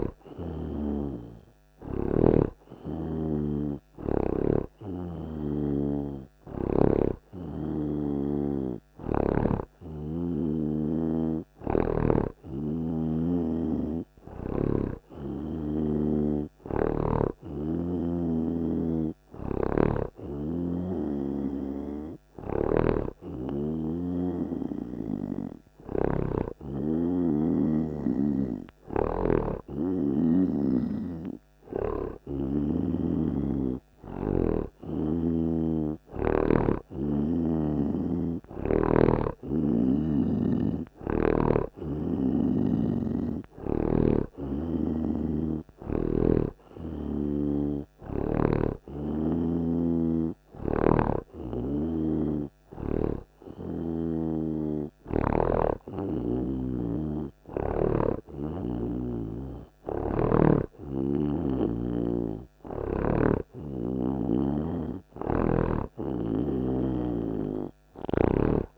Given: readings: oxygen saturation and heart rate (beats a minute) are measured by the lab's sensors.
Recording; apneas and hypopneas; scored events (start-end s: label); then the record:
breathing in sleep by a microphone on the trachea; none
26.00-33.00 s: snoring (device-marked)
50.00-53.50 s: snoring (device-marked)
From the record:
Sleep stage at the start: N2 (light sleep); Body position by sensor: on the right side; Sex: male